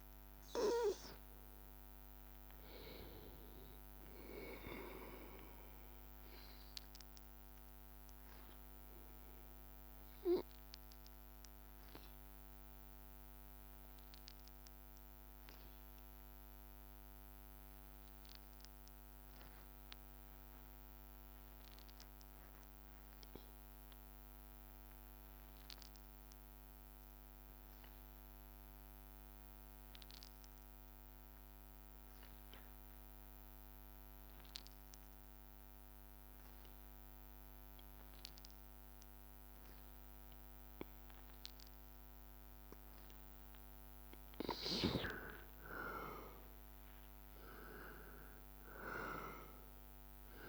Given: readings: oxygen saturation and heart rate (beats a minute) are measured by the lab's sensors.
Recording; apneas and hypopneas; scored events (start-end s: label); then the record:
breathing in sleep by a microphone on the trachea; 1
0.00-22.00 s: oxygen desaturation (device-marked, oxygen 92% lowest, heart rate 82 extreme)
12.00-42.00 s: obstructive apnea (oxygen 97% before, 91% lowest, heart rate 84 before, 83 extreme, up 1 after)
35.00-50.49 s: oxygen desaturation (device-marked, oxygen 98% before, 91% lowest, heart rate 83 before, 81 extreme)
44.50-48.50 s: arousal
From the record:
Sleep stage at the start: N2 (light sleep); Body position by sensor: on the back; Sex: male